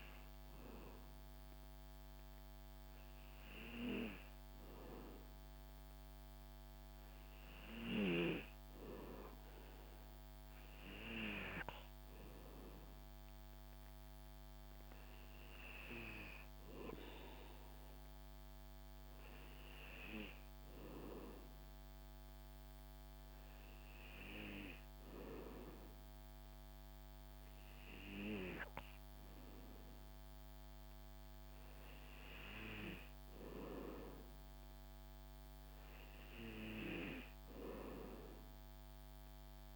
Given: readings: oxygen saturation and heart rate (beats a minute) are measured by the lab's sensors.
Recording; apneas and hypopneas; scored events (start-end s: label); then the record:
breathing in sleep by a microphone on the trachea; none
none scored
From the record:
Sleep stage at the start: N2 (light sleep); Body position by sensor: on the back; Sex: male